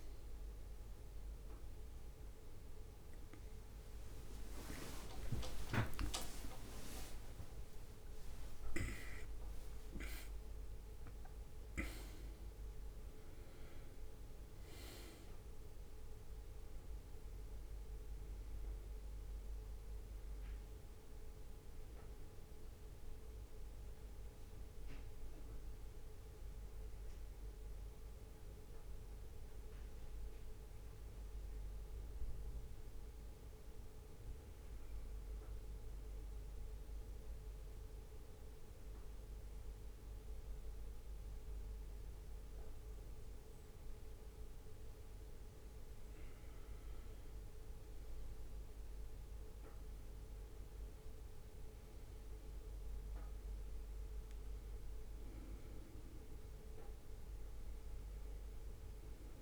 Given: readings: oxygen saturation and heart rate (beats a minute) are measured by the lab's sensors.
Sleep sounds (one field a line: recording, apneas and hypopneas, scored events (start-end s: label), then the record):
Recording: breathing in sleep by a room microphone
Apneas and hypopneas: 1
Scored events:
2.00-9.50 s: leg movement (device-marked)
4.50-9.00 s: arousal
35.00-45.50 s: obstructive apnea (oxygen 99% before, 94% lowest, heart rate 69 before, 64 extreme, up 3 after)
47.00-51.00 s: arousal
50.50-59.42 s: oxygen desaturation (device-marked, oxygen 98% before, 95% lowest, heart rate 65 before, 63 extreme)
From the record:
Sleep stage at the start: N2 (light sleep)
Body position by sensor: on the back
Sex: male